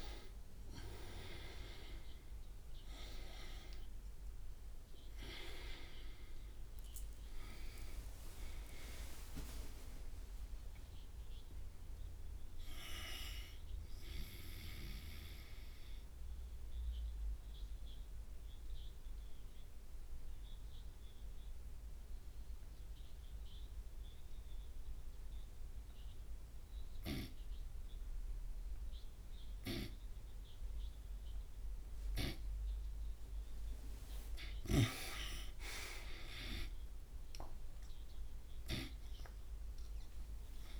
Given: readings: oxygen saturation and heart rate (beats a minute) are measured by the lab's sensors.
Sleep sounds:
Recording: breathing in sleep by a room microphone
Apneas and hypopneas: 1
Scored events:
0.00-4.50 s: oxygen desaturation (device-marked, oxygen 92% lowest)
12.50-29.50 s: oxygen desaturation (device-marked, oxygen 93% before, 73% lowest)
15.00-33.00 s: obstructive apnea (oxygen 99% before, 73% lowest)
34.50-39.50 s: arousal
From the record:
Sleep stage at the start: N2 (light sleep)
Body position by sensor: on the right side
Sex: male

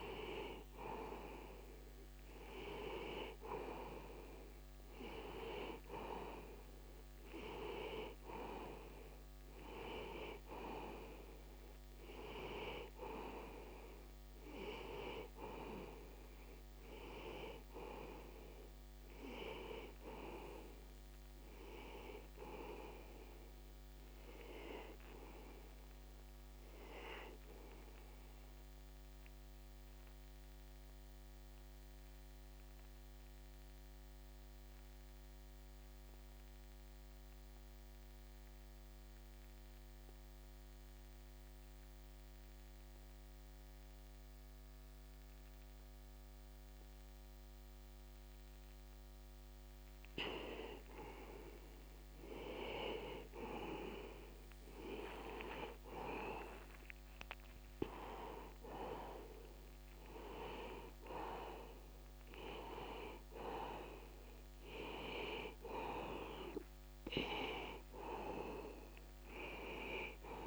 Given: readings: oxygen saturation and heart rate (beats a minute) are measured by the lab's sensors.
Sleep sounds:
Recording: breathing in sleep by a microphone on the trachea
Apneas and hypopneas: 1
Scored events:
0.00-1.00 s: arousal
3.50-40.50 s: oxygen desaturation (device-marked, oxygen 97% before, 86% lowest, heart rate 64 before, 62 extreme)
27.00-50.50 s: obstructive apnea (oxygen 97% before, 86% lowest, heart rate 63 before, 62 extreme, up 0 after)
54.00-59.00 s: arousal
57.50-70.47 s: oxygen desaturation (device-marked, oxygen 97% before, 86% lowest, heart rate 63 before, 61 extreme)
From the record:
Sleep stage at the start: N2 (light sleep)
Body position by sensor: on the back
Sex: male

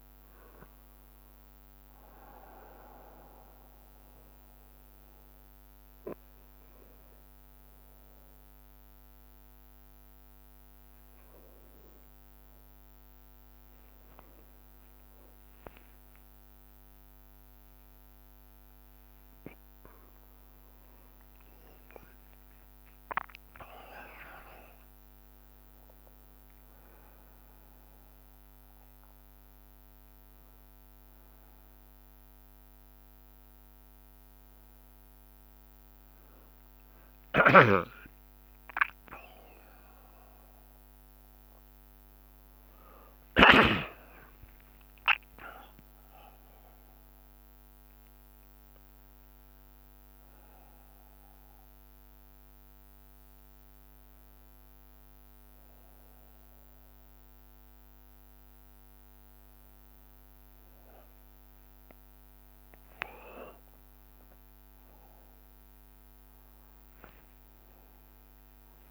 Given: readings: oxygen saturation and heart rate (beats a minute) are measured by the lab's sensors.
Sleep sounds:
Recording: a person awake in a sleep study, by a microphone on the trachea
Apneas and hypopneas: none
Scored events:
10.50-12.50 s: drop in pulse transit time (device-marked)
13.50-30.50 s: tachycardia (device-marked, heart rate 42 before, 120 extreme)
15.00-17.00 s: long interval between heartbeats (device-marked)
17.50-19.50 s: long interval between heartbeats (device-marked)
21.00-23.00 s: long interval between heartbeats (device-marked, heart rate 30 before, 117 extreme)
21.50-68.91 s: new sleep stage, awake
29.50-42.50 s: oxygen desaturation (device-marked, oxygen 95% before, 92% lowest)
30.50-68.91 s: bradycardia (device-marked)
37.50-44.00 s: snoring (device-marked)
38.00-40.00 s: long interval between heartbeats (device-marked)
62.50-64.50 s: long interval between heartbeats (device-marked)
From the record:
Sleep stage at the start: N1 (lightest sleep)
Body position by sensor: on the back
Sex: male

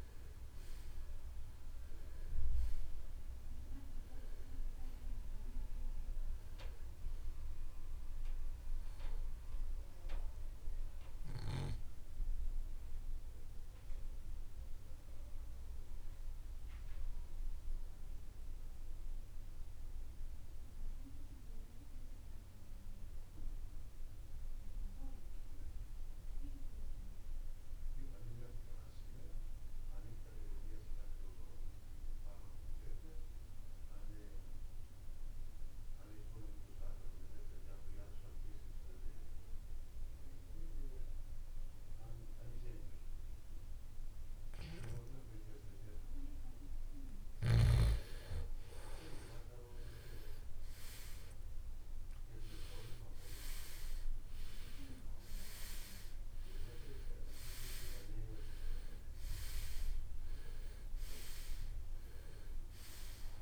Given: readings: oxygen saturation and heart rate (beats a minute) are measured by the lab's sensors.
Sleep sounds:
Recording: breathing in sleep by a room microphone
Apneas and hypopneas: 1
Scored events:
0.00-32.00 s: oxygen desaturation (device-marked, oxygen 84% lowest, heart rate 49 extreme)
12.00-46.50 s: mixed apnea (oxygen 94% before, 82% lowest, heart rate 70 before, 49 extreme, up 4 after)
48.00-53.00 s: arousal
From the record:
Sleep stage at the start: REM sleep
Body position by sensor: on the right side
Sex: male

